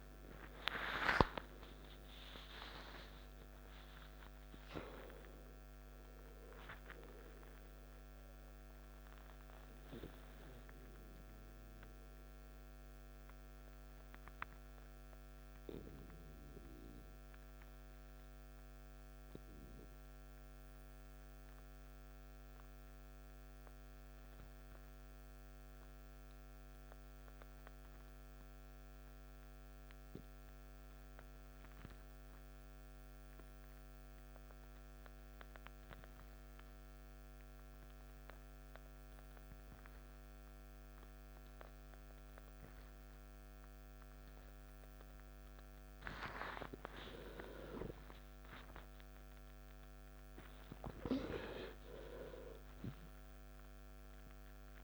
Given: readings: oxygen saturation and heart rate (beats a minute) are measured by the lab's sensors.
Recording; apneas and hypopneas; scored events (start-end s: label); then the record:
breathing in sleep by a microphone on the trachea; 1
0.00-4.50 s: oxygen desaturation (device-marked, oxygen 90% lowest, heart rate 53 extreme)
10.50-18.50 s: oxygen desaturation (device-marked, oxygen 97% before, 88% lowest, heart rate 70 before, 53 extreme)
12.50-46.00 s: mixed apnea (oxygen 97% before, 88% lowest, heart rate 70 before, 53 extreme, up 14 after)
14.50-54.84 s: new sleep stage, N2 (light sleep)
38.50-54.84 s: oxygen desaturation (device-marked, oxygen 99% before, 88% lowest, heart rate 55 before, 53 extreme)
47.00-51.00 s: arousal
From the record:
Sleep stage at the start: N1 (lightest sleep); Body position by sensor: on the back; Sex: male